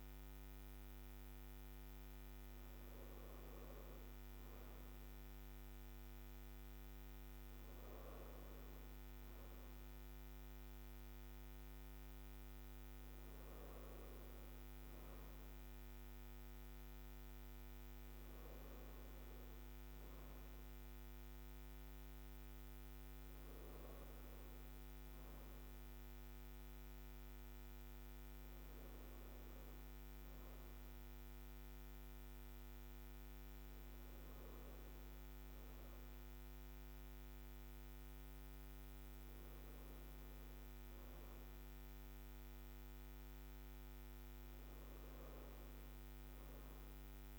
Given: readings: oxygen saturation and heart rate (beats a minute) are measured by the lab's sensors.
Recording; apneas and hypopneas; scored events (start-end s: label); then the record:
breathing in sleep, hard to hear, by a microphone on the trachea; none
none scored
From the record:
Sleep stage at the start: N3 (deep sleep); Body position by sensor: on the right side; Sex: female